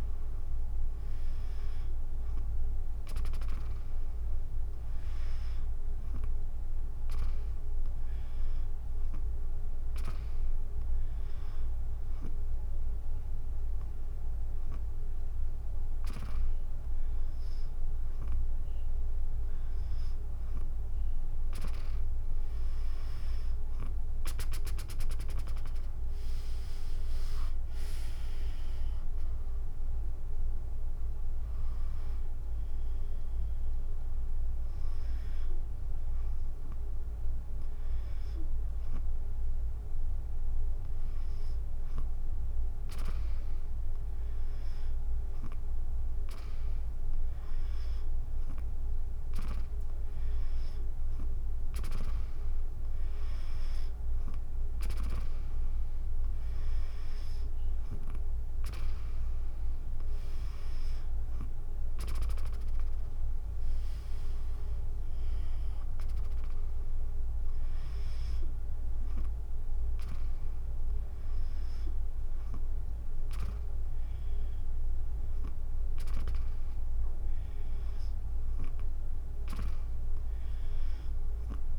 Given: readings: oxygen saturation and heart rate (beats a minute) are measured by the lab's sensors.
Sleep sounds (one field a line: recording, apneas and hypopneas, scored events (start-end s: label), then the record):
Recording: breathing in sleep by a room microphone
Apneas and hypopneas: 2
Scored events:
0.00-1.50 s: arousal
0.00-5.50 s: drop in pulse transit time (device-marked, heart rate 55 extreme)
11.00-21.00 s: hypopnea (oxygen 97% before, 93% lowest, heart rate 60 before, 64 extreme, up 19 after)
25.50-29.00 s: arousal
25.50-38.50 s: drop in pulse transit time (device-marked, heart rate 64 before, 66 extreme)
27.50-44.50 s: oxygen desaturation (device-marked, oxygen 97% before, 93% lowest, heart rate 66 before, 49 extreme)
31.50-41.50 s: hypopnea (oxygen 97% before, 93% lowest, heart rate 71 before, 49 extreme, up 4 after)
44.00-48.00 s: arousal
From the record:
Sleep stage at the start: N2 (light sleep)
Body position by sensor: on the back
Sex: female